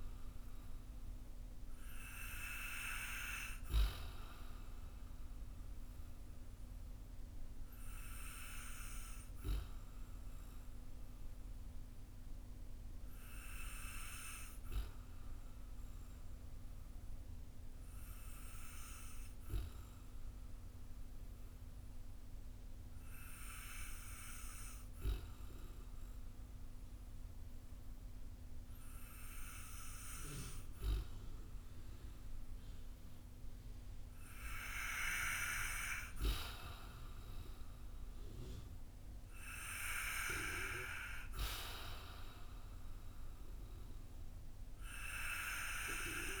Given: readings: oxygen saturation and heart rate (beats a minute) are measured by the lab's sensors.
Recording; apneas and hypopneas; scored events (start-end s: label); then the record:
breathing in sleep by a room microphone; 1
6.50-38.00 s: hypopnea (oxygen 96% before, 92% lowest, heart rate 57 before, 52 extreme, up 8 after)
38.50-44.00 s: arousal
From the record:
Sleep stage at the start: N2 (light sleep); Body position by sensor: on the back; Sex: male